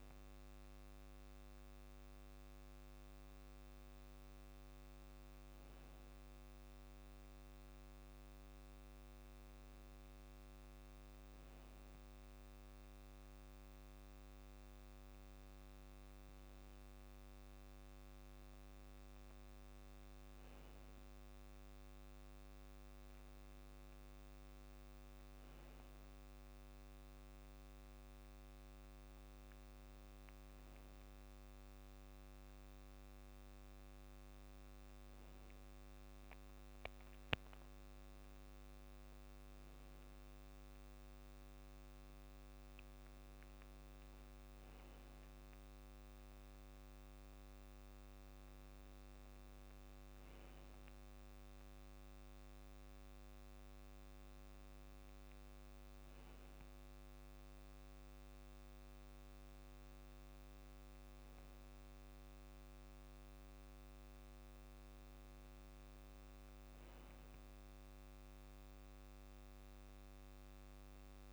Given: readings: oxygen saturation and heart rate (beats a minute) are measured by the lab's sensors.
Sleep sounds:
breathing in sleep, hard to hear, by a microphone on the trachea; none
37.00-42.00 s: arousal
From the record:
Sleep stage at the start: REM sleep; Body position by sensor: on the back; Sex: male

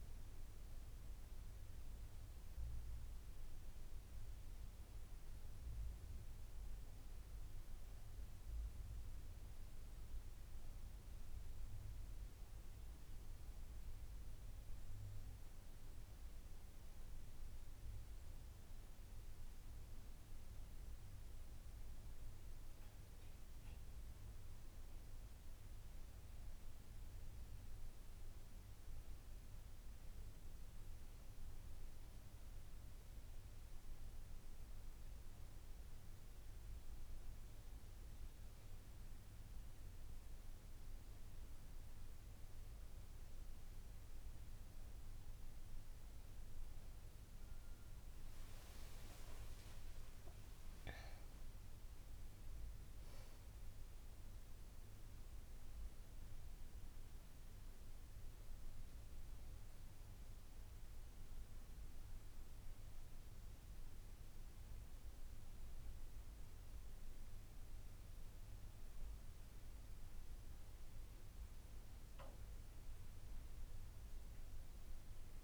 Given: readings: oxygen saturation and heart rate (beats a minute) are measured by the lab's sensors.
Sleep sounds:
breathing in sleep, hard to hear, by a room microphone; none
47.50-51.00 s: arousal
From the record:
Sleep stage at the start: N1 (lightest sleep); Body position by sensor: on the right side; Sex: female

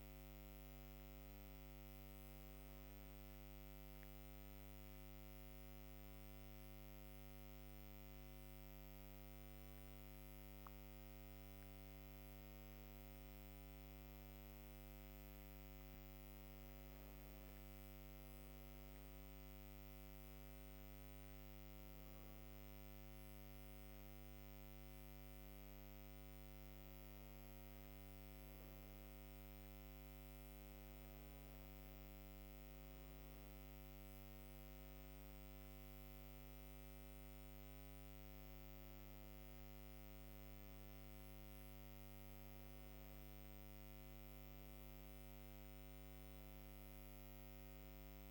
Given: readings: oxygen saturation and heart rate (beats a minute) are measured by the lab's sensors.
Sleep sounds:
breathing in sleep, hard to hear, by a microphone on the trachea; none
none scored
From the record:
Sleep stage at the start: N2 (light sleep); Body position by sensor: on the right side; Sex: female

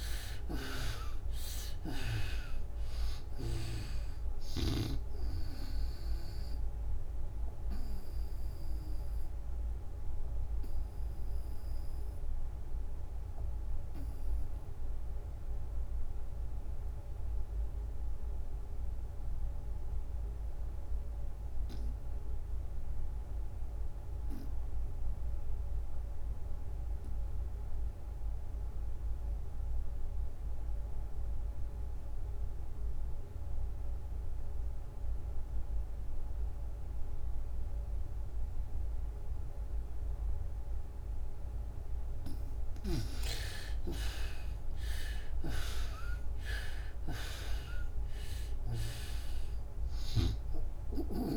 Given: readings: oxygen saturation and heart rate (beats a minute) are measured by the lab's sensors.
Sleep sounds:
breathing in sleep by a room microphone; 1
0.00-3.50 s: arousal
0.00-20.50 s: oxygen desaturation (device-marked, oxygen 59% lowest, heart rate 58 extreme)
7.50-42.00 s: obstructive apnea (oxygen 93% before, 51% lowest, heart rate 81 before, 63 extreme, up 36 after)
25.50-51.37 s: oxygen desaturation (device-marked, oxygen 96% before, 56% lowest, heart rate 79 before, 70 extreme)
44.00-48.00 s: arousal
From the record:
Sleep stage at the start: REM sleep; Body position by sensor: on the back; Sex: female

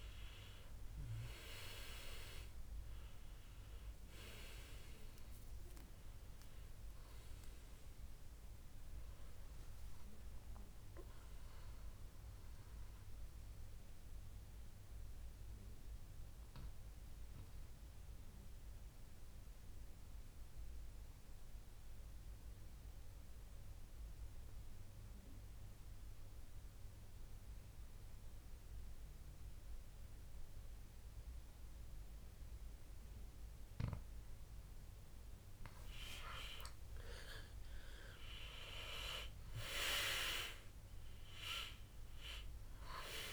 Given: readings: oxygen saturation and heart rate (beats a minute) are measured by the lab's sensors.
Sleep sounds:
breathing in sleep by a room microphone; 1
2.00-21.00 s: oxygen desaturation (device-marked, oxygen 97% before, 93% lowest, heart rate 69 before, 60 extreme)
11.50-35.50 s: mixed apnea (oxygen 98% before, 92% lowest, heart rate 75 before, 60 extreme, up 17 after)
36.50-41.00 s: arousal
38.00-43.33 s: oxygen desaturation (device-marked, oxygen 98% before, 92% lowest, heart rate 62 before, 60 extreme)
From the record:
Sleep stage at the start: N2 (light sleep); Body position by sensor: on the back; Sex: male

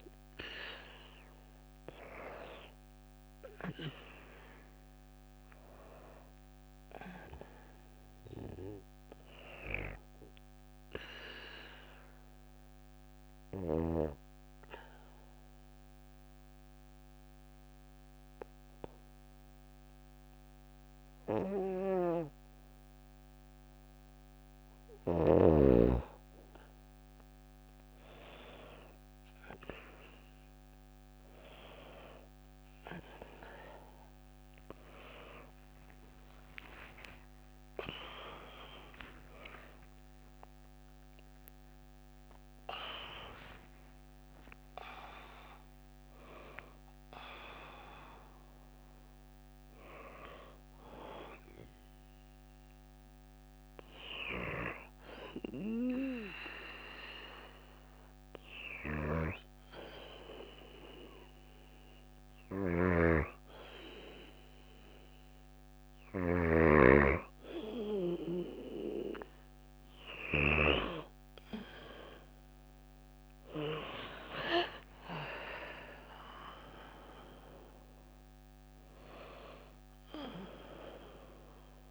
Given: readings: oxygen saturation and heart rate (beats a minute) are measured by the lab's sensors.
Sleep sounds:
breathing in sleep by a microphone on the trachea; 2
1.00-10.00 s: oxygen desaturation (device-marked, oxygen 96% before, 93% lowest, heart rate 59 before, 55 extreme)
10.00-24.00 s: obstructive apnea (oxygen 96% before, 92% lowest, heart rate 60 before, 56 extreme, up 4 after)
30.00-46.00 s: oxygen desaturation (device-marked, oxygen 96% before, 92% lowest, heart rate 57 before, 56 extreme)
35.00-42.00 s: arousal
54.50-64.50 s: hypopnea (oxygen 96% before, 93% lowest, heart rate 65 before, 55 extreme, up 2 after)
61.50-65.50 s: snoring (device-marked)
70.00-75.00 s: arousal
74.00-81.91 s: oxygen desaturation (device-marked, oxygen 96% before, 93% lowest, heart rate 57 before, 54 extreme)
From the record:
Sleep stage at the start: N2 (light sleep); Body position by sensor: on the back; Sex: female

